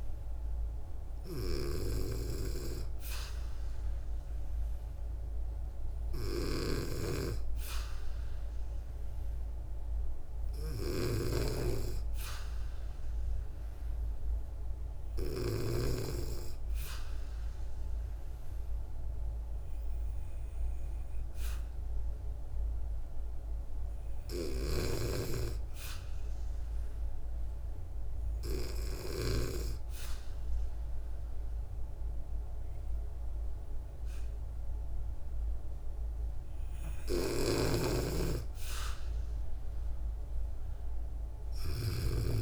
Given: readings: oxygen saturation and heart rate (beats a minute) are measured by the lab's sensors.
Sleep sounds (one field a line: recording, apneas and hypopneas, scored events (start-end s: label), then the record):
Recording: breathing in sleep by a room microphone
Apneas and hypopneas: none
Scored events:
36.50-42.42 s: snoring (device-marked)
38.50-42.42 s: arousal
From the record:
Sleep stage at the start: N2 (light sleep)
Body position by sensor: on the back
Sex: female